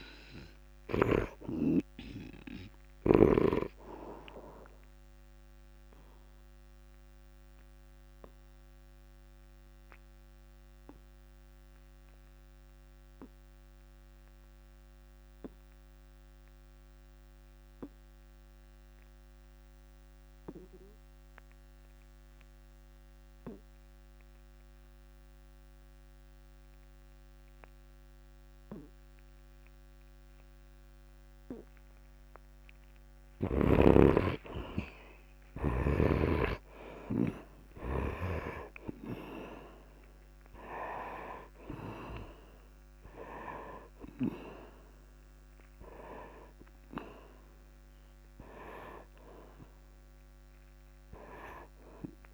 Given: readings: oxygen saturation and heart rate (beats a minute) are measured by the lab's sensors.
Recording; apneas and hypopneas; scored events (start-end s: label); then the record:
breathing in sleep by a microphone on the trachea; 1
0.00-1.00 s: snoring (device-marked)
0.00-14.50 s: oxygen desaturation (device-marked, oxygen 82% lowest, heart rate 47 extreme)
7.50-32.00 s: obstructive apnea (oxygen 100% before, 67% lowest, heart rate 63 before, 47 extreme, up 10 after)
22.50-52.34 s: oxygen desaturation (device-marked, oxygen 97% before, 67% lowest, heart rate 66 before, 47 extreme)
34.50-39.00 s: arousal
From the record:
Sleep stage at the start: N2 (light sleep); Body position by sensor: on the back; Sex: male